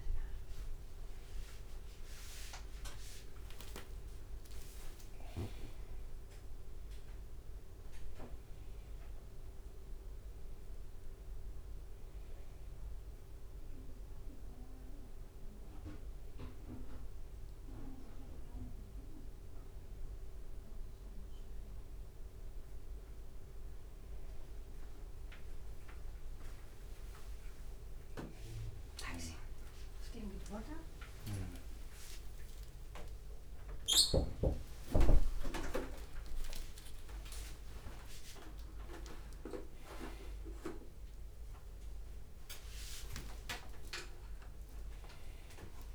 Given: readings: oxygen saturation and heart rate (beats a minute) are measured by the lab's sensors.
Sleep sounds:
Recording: a person awake in a sleep study, by a room microphone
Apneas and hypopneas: none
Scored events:
0.00-2.50 s: bradycardia (device-marked)
1.50-3.50 s: long interval between heartbeats (device-marked)
7.50-11.50 s: tachycardia (device-marked, heart rate 73 before, 107 extreme)
10.50-12.50 s: long interval between heartbeats (device-marked, heart rate 68 before, 107 extreme)
11.50-32.50 s: bradycardia (device-marked)
17.00-19.00 s: long interval between heartbeats (device-marked)
17.50-27.50 s: drop in pulse transit time (device-marked)
24.50-26.50 s: long interval between heartbeats (device-marked)
29.50-33.50 s: drop in pulse transit time (device-marked)
32.00-34.00 s: long interval between heartbeats (device-marked, heart rate 35 before, 25 extreme)
34.50-36.50 s: long interval between heartbeats (device-marked)
41.50-43.50 s: long interval between heartbeats (device-marked, heart rate 39 before, 65 extreme)
44.00-45.95 s: long interval between heartbeats (device-marked, heart rate 44 before, 77 extreme)
From the record:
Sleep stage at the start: awake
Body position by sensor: upright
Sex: male

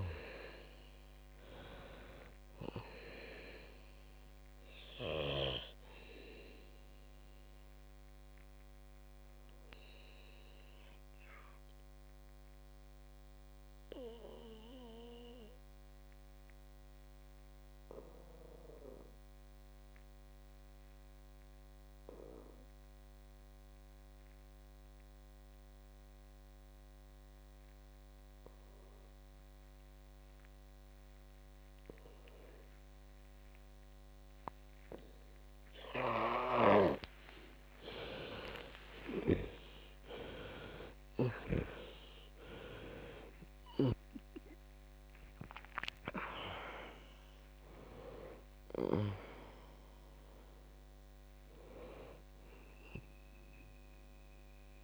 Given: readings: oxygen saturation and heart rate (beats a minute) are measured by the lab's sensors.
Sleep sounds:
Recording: breathing in sleep by a microphone on the trachea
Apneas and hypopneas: 1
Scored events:
0.00-1.50 s: arousal
4.00-23.00 s: oxygen desaturation (device-marked, oxygen 98% before, 91% lowest, heart rate 61 before, 51 extreme)
6.00-38.00 s: obstructive apnea (oxygen 99% before, 87% lowest, heart rate 63 before, 50 extreme, up 22 after)
38.00-54.84 s: oxygen desaturation (device-marked, oxygen 98% before, 87% lowest, heart rate 54 before, 49 extreme)
40.00-44.50 s: arousal
From the record:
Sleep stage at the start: N2 (light sleep)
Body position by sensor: on the back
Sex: female

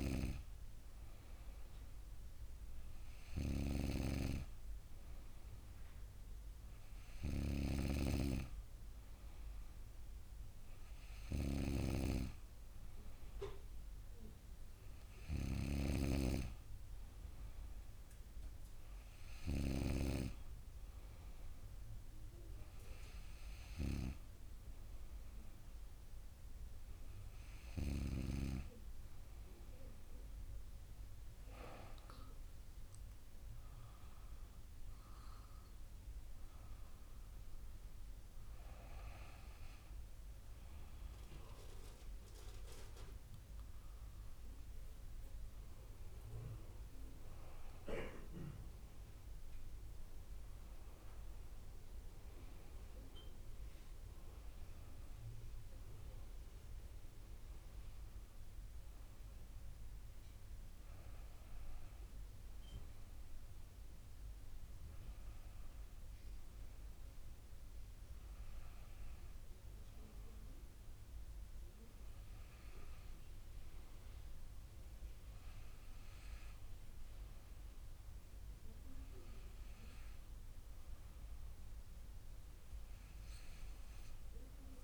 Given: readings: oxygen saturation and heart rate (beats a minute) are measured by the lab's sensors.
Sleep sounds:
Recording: breathing in sleep by a room microphone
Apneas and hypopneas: none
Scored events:
none scored
From the record:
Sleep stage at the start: N2 (light sleep)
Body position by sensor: on the back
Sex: female

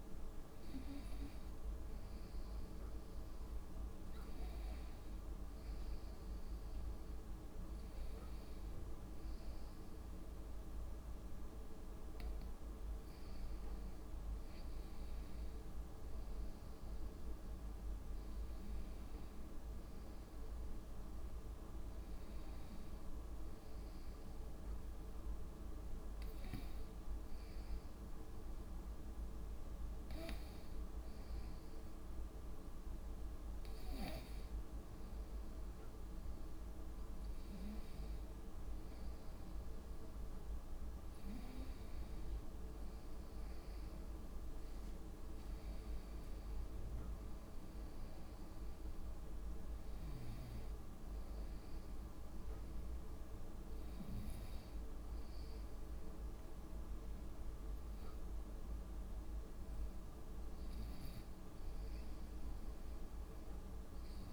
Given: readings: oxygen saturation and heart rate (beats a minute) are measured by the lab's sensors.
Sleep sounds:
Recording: a person awake in a sleep study, hard to hear, by a room microphone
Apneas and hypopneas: none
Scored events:
none scored
From the record:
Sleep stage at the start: awake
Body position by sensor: on the right side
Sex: female

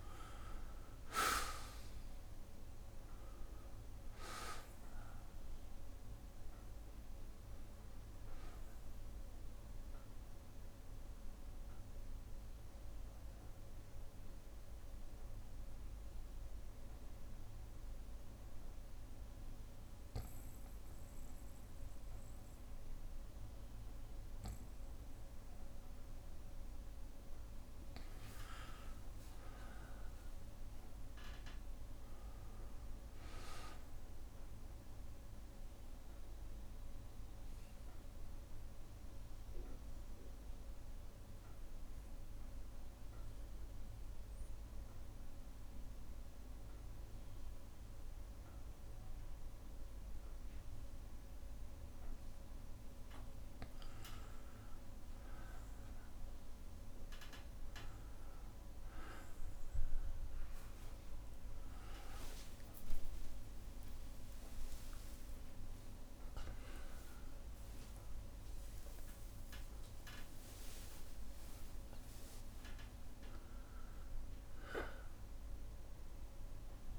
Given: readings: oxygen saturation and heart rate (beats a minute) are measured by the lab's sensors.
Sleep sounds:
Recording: breathing in sleep by a room microphone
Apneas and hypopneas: 2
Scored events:
0.00-2.00 s: arousal
0.00-21.00 s: oxygen desaturation (device-marked, oxygen 90% lowest, heart rate 59 extreme)
10.50-26.00 s: obstructive apnea (oxygen 99% before, 90% lowest, heart rate 63 before, 59 extreme, up 5 after)
12.00-20.00 s: bradycardia (device-marked, heart rate 63 before, 59 extreme)
28.50-32.50 s: arousal
36.50-52.50 s: obstructive apnea (oxygen 99% before, 95% lowest, heart rate 61 before, 60 extreme, up 4 after)
62.50-69.00 s: arousal
68.50-70.50 s: long interval between heartbeats (device-marked, heart rate 63 before, 75 extreme)
71.00-73.00 s: long interval between heartbeats (device-marked, heart rate 65 before, 88 extreme)
From the record:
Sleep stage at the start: N2 (light sleep)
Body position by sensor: on the back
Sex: male

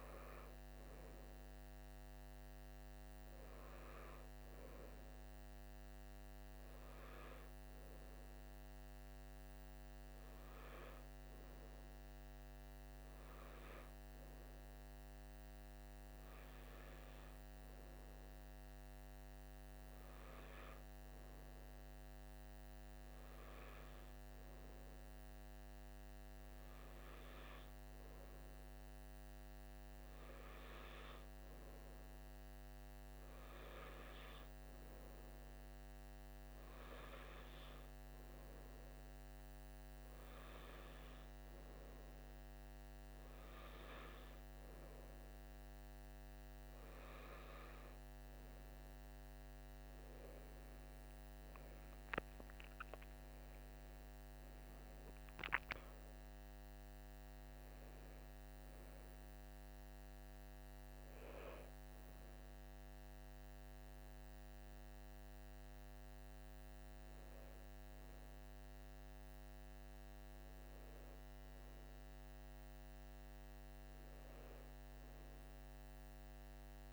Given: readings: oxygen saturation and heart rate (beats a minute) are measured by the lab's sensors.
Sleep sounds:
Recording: breathing in sleep, hard to hear, by a microphone on the trachea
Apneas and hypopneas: none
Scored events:
0.00-3.50 s: oxygen desaturation (device-marked, oxygen 95% lowest, heart rate 49 extreme)
35.50-65.50 s: new sleep stage, N3 (deep sleep)
65.50-76.93 s: new sleep stage, N2 (light sleep)
From the record:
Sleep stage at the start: N2 (light sleep)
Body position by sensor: on the right side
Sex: male

